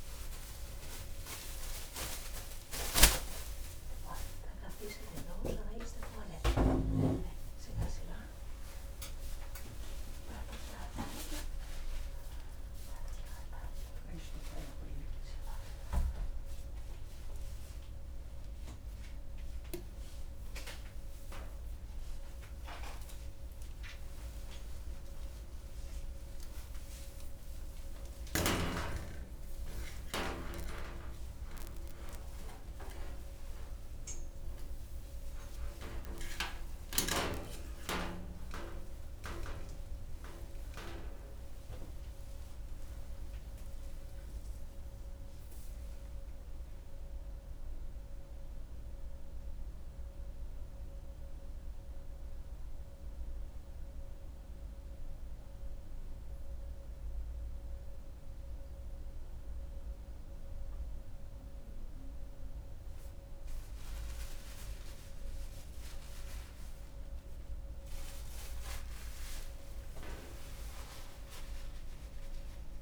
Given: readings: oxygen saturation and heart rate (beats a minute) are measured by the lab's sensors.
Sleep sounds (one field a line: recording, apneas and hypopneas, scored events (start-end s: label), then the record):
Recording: a person awake in a sleep study, by a room microphone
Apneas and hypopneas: none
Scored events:
none scored
From the record:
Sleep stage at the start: awake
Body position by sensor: upright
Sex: female